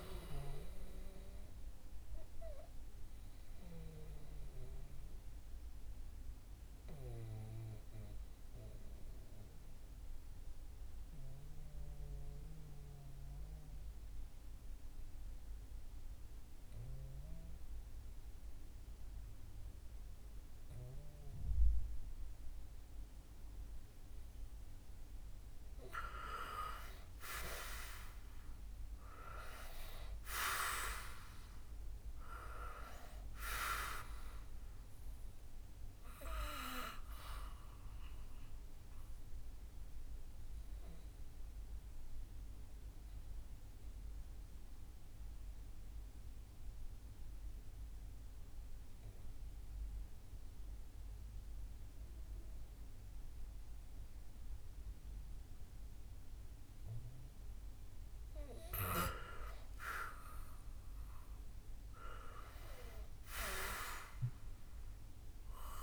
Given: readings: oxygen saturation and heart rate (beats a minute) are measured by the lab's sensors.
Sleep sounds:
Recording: breathing in sleep by a room microphone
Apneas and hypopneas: 2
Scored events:
0.00-16.50 s: oxygen desaturation (device-marked, oxygen 94% lowest, heart rate 60 extreme)
3.00-25.00 s: central apnea (oxygen 99% before, 93% lowest, heart rate 64 before, 60 extreme, up 3 after)
27.00-30.00 s: arousal
27.50-53.50 s: oxygen desaturation (device-marked, oxygen 98% before, 93% lowest, heart rate 63 before, 60 extreme)
38.50-56.00 s: obstructive apnea (oxygen 98% before, 92% lowest, heart rate 64 before, 60 extreme, up 7 after)
58.00-61.50 s: arousal
From the record:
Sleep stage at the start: N2 (light sleep)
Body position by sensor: on the back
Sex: male

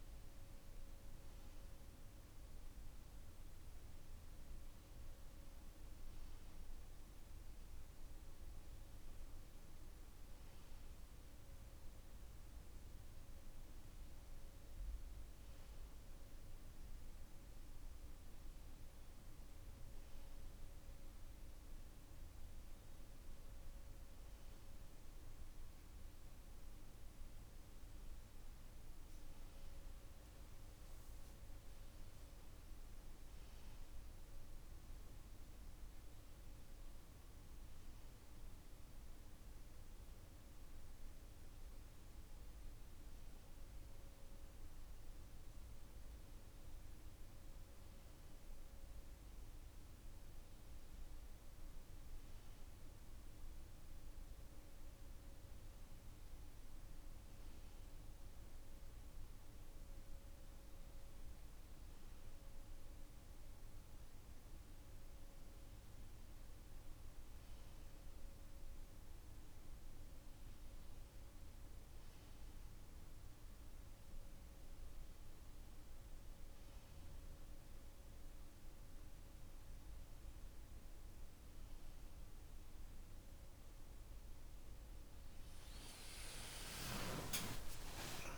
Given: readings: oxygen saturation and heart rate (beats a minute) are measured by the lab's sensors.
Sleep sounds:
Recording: breathing in sleep, hard to hear, by a room microphone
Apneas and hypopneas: none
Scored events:
74.50-88.38 s: new sleep stage, awake
From the record:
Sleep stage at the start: N2 (light sleep)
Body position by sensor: on the right side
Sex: male

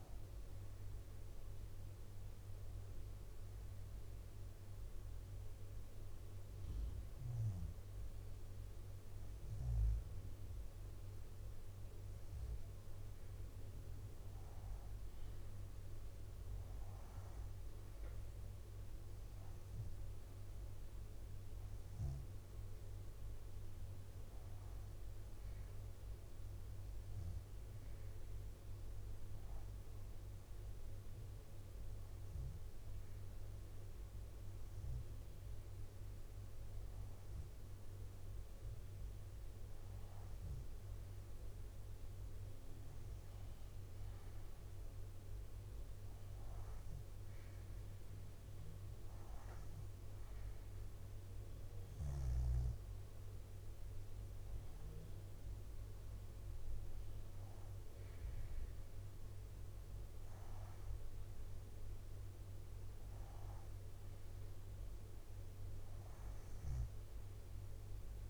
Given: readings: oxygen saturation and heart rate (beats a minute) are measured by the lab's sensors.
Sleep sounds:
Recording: breathing in sleep, hard to hear, by a room microphone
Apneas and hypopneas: 2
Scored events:
2.00-12.50 s: obstructive apnea (oxygen 93% before, 92% lowest, heart rate 67 before, 58 extreme, up 5 after)
7.00-9.00 s: bradycardia (device-marked, heart rate 63 before, 64 extreme)
14.00-17.50 s: arousal
22.00-35.50 s: hypopnea (oxygen 97% before, 92% lowest, heart rate 62 before, 59 extreme, up 7 after)
27.00-44.00 s: oxygen desaturation (device-marked, oxygen 97% before, 92% lowest, heart rate 61 before, 59 extreme)
29.00-35.00 s: bradycardia (device-marked, heart rate 63 before, 59 extreme)
39.00-44.00 s: arousal
39.00-53.00 s: drop in pulse transit time (device-marked, heart rate 60 before, 61 extreme)
From the record:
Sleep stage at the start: REM sleep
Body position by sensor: on the back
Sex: female

